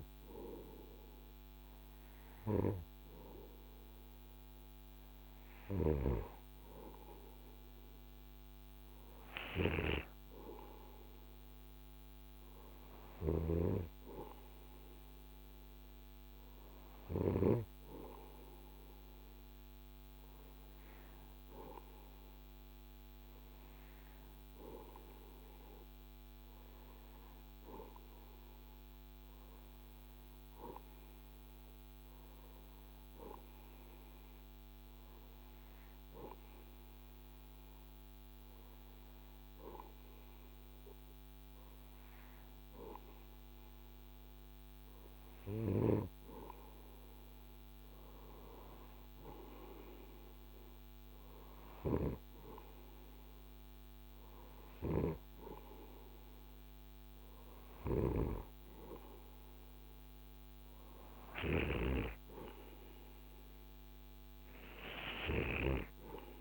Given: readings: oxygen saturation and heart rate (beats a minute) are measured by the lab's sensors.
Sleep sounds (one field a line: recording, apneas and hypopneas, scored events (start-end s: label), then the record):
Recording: breathing in sleep by a microphone on the trachea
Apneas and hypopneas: none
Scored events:
57.00-65.00 s: snoring (device-marked)
From the record:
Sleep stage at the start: REM sleep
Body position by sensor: on the right side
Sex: male